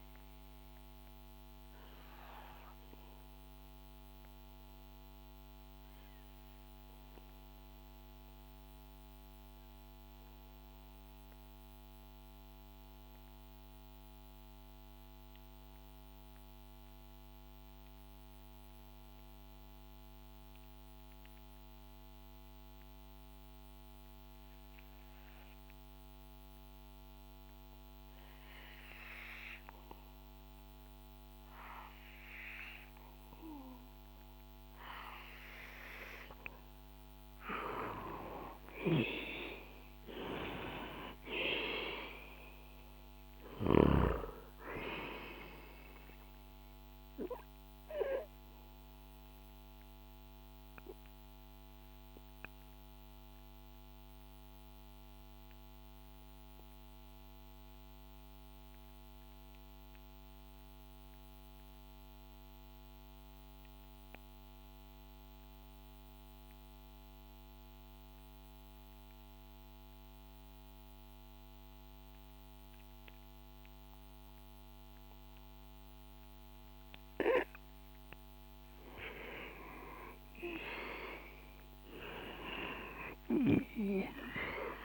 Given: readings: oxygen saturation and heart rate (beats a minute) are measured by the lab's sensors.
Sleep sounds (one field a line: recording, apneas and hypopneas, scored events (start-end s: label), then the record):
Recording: breathing in sleep by a microphone on the trachea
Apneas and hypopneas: 2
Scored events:
1.50-34.50 s: obstructive apnea (oxygen 96% before, 91% lowest, heart rate 65 before, 59 extreme, up 5 after)
37.00-41.00 s: arousal
38.50-66.50 s: oxygen desaturation (device-marked, oxygen 96% before, 91% lowest, heart rate 64 before, 60 extreme)
48.00-77.50 s: obstructive apnea (oxygen 98% before, 90% lowest, heart rate 65 before, 60 extreme, up 8 after)
80.00-84.85 s: arousal
From the record:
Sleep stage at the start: N2 (light sleep)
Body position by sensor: on the back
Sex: male